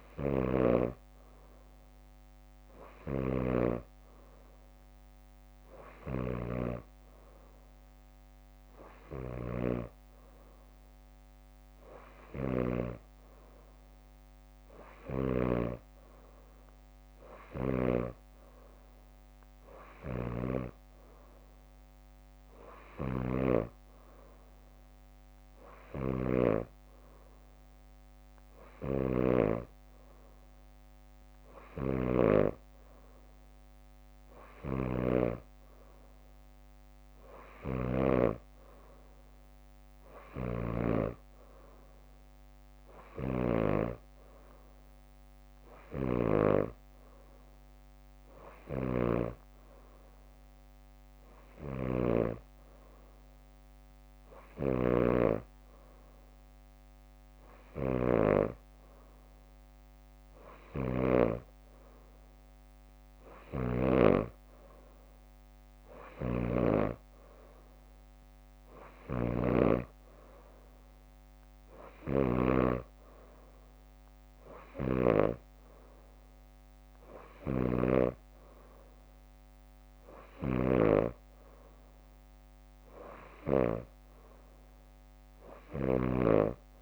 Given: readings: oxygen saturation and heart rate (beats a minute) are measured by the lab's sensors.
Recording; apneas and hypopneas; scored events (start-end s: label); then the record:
breathing in sleep by a microphone on the trachea; none
0.00-1.00 s: leg movement (device-marked)
6.00-9.00 s: bradycardia (device-marked, heart rate 62 before, 60 extreme)
10.00-14.00 s: bradycardia (device-marked, heart rate 62 before, 59 extreme)
21.00-23.00 s: bradycardia (device-marked, heart rate 62 before, 63 extreme)
29.00-38.50 s: snoring (device-marked)
33.50-35.50 s: leg movement (device-marked)
35.00-37.00 s: bradycardia (device-marked, heart rate 62 before, 62 extreme)
43.00-44.00 s: leg movement (device-marked)
60.50-67.50 s: leg movement (device-marked)
62.00-80.00 s: drop in pulse transit time (device-marked, heart rate 62 before, 60 extreme)
69.00-70.50 s: leg movement (device-marked)
From the record:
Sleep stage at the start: N2 (light sleep); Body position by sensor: on the back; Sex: female